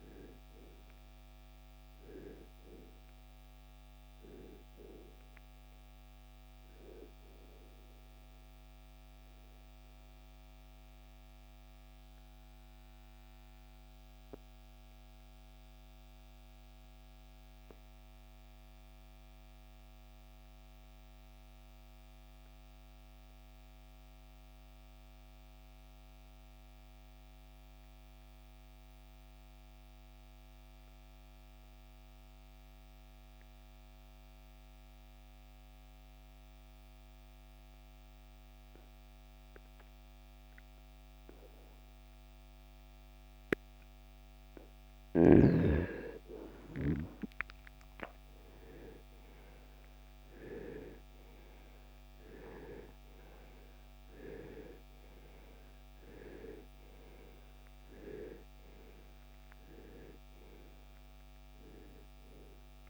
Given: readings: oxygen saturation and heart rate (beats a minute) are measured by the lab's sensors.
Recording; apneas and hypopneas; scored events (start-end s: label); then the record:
breathing in sleep by a microphone on the trachea; 1
0.00-1.00 s: oxygen desaturation (device-marked, oxygen 94% lowest, heart rate 65 extreme)
7.00-32.00 s: oxygen desaturation (device-marked, oxygen 95% before, 83% lowest, heart rate 69 before, 42 extreme)
7.50-44.50 s: mixed apnea (oxygen 98% before, 81% lowest, heart rate 69 before, 42 extreme, up 24 after)
45.50-50.50 s: arousal
From the record:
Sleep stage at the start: N2 (light sleep); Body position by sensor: on the right side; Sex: male